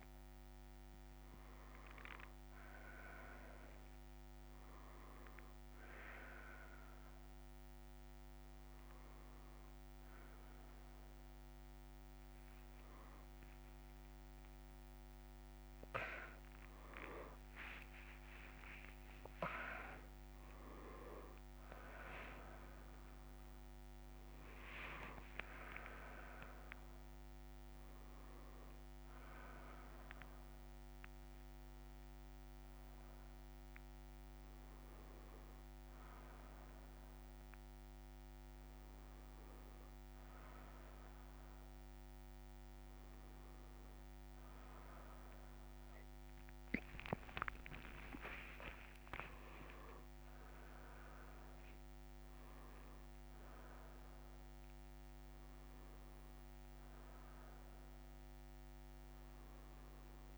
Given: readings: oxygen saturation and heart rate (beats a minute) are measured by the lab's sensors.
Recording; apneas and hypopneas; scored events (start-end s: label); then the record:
breathing in sleep by a microphone on the trachea; none
none scored
From the record:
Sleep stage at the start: N2 (light sleep); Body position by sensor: on the back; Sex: male